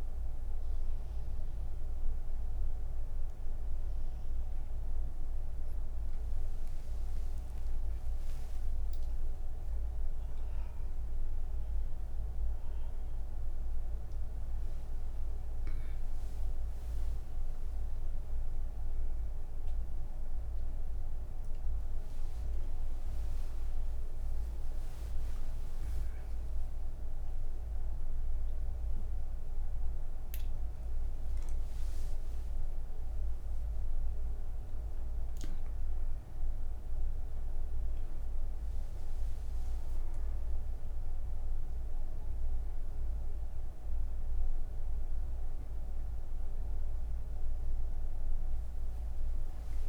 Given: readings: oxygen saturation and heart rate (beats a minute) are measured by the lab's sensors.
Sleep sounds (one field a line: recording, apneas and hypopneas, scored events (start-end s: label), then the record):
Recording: breathing in sleep, hard to hear, by a room microphone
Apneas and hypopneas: none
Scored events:
48.00-49.89 s: new sleep stage, N2 (light sleep)
From the record:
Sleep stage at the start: N3 (deep sleep)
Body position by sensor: on the back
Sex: female